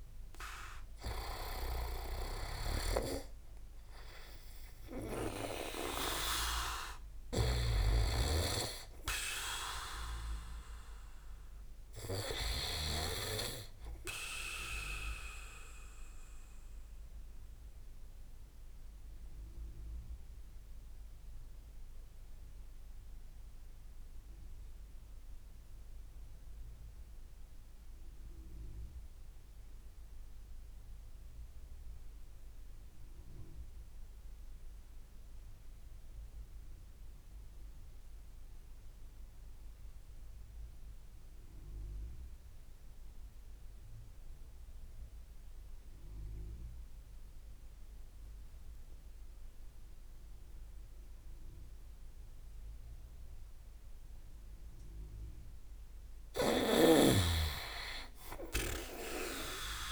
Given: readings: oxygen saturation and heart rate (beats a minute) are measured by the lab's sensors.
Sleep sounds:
breathing in sleep by a room microphone; 1
0.00-3.00 s: arousal
0.00-5.50 s: snoring (device-marked)
0.00-18.00 s: oxygen desaturation (device-marked, oxygen 92% lowest)
7.50-13.00 s: snoring (device-marked)
17.00-55.00 s: obstructive apnea (oxygen 100% before, 90% lowest)
53.00-59.92 s: oxygen desaturation (device-marked, oxygen 99% before, 92% lowest)
56.50-59.92 s: snoring (device-marked)
58.00-59.92 s: arousal
From the record:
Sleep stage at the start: N2 (light sleep); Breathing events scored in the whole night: 310 in 5.2 hours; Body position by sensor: on the back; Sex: male

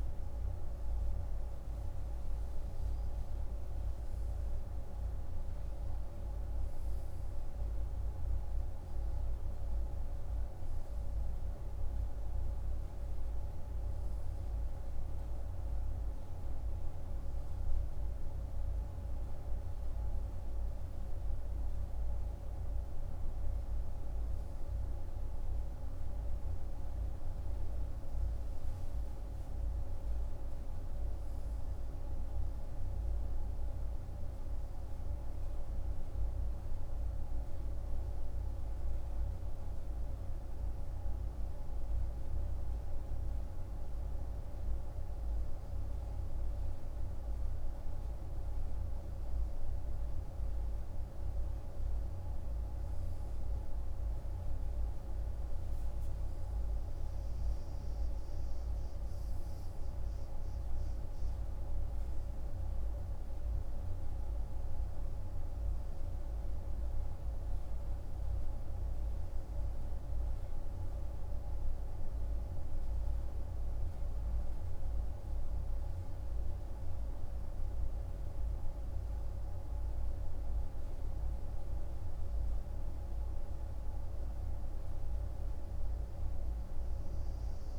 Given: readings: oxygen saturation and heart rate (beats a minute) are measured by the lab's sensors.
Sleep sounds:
breathing in sleep, hard to hear, by a room microphone; none
none scored
From the record:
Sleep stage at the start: N2 (light sleep); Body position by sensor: on the right side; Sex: male

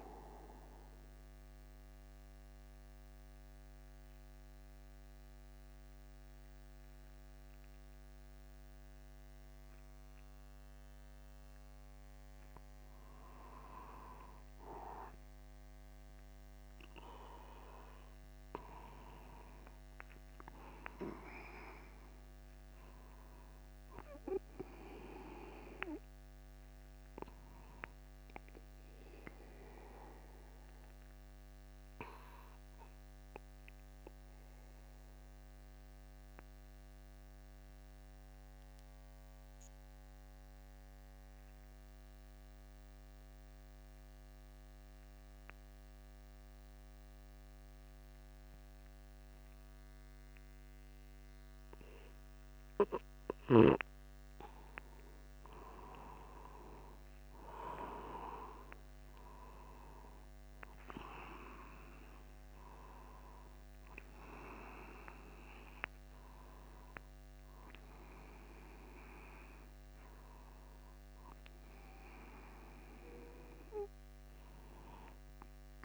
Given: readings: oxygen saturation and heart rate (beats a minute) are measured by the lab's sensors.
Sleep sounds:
breathing in sleep by a microphone on the trachea; 2
0.50-13.00 s: central apnea (oxygen 98% before, 95% lowest, heart rate 51 before, 49 extreme, up 0 after)
14.00-18.50 s: arousal
26.00-28.00 s: long interval between heartbeats (device-marked, heart rate 49 before, 57 extreme)
28.00-30.00 s: long interval between heartbeats (device-marked, heart rate 50 before, 75 extreme)
29.50-53.50 s: obstructive apnea (oxygen 99% before, 92% lowest, heart rate 53 before, 49 extreme, up 1 after)
55.50-60.00 s: arousal
From the record:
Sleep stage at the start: N2 (light sleep); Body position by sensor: upright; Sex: male

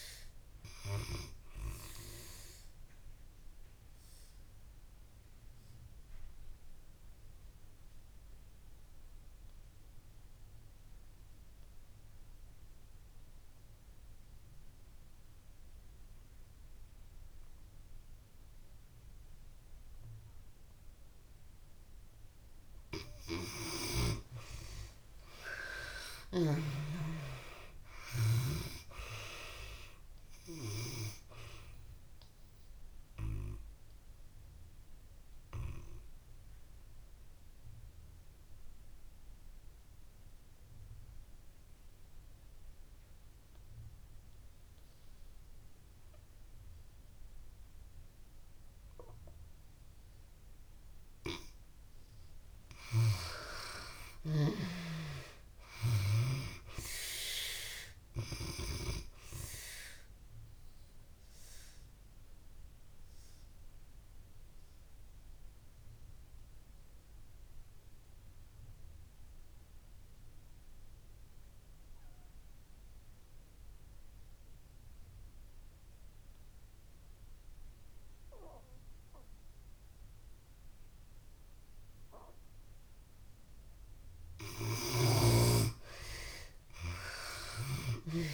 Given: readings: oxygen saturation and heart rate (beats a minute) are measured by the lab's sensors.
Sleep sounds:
breathing in sleep by a room microphone; 3
0.00-22.00 s: oxygen desaturation (device-marked, oxygen 66% lowest)
2.50-23.00 s: obstructive apnea (oxygen 96% before, 66% lowest)
24.50-27.50 s: arousal
31.00-54.00 s: oxygen desaturation (device-marked, oxygen 96% before, 71% lowest)
33.00-51.00 s: obstructive apnea (oxygen 96% before, 71% lowest)
53.00-56.00 s: arousal
56.00-82.00 s: oxygen desaturation (device-marked, oxygen 95% before, 74% lowest)
60.50-82.50 s: obstructive apnea (oxygen 95% before, 71% lowest)
87.00-88.34 s: arousal
From the record:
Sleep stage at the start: N2 (light sleep); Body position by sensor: on the back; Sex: female

